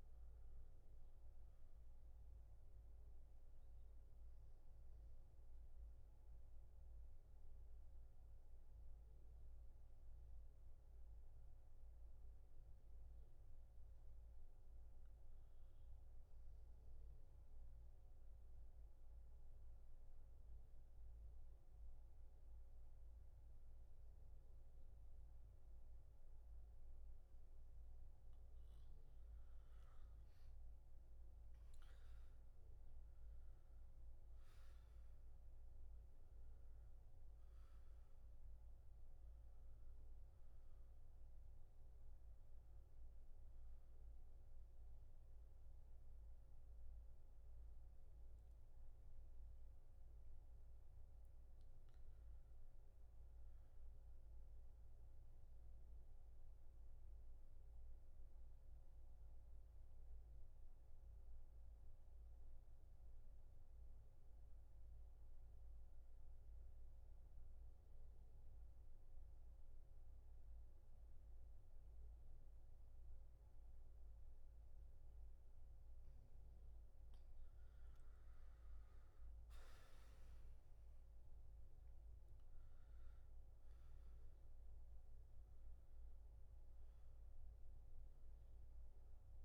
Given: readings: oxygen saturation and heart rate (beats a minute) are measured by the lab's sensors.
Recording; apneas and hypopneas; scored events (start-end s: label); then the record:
breathing in sleep, hard to hear, by a room microphone; 2
0.00-13.00 s: oxygen desaturation (device-marked, oxygen 82% lowest, heart rate 62 extreme)
3.00-28.00 s: obstructive apnea (oxygen 98% before, 82% lowest, heart rate 72 before, 62 extreme, up 15 after)
26.00-48.00 s: oxygen desaturation (device-marked, oxygen 98% before, 83% lowest, heart rate 65 before, 62 extreme)
30.00-34.00 s: arousal
54.00-77.00 s: mixed apnea (oxygen 98% before, 80% lowest, heart rate 75 before, 62 extreme, up 14 after)
71.00-89.45 s: oxygen desaturation (device-marked, oxygen 97% before, 81% lowest, heart rate 71 before, 65 extreme)
79.00-83.00 s: arousal
From the record:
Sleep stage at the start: N2 (light sleep); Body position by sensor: on the back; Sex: male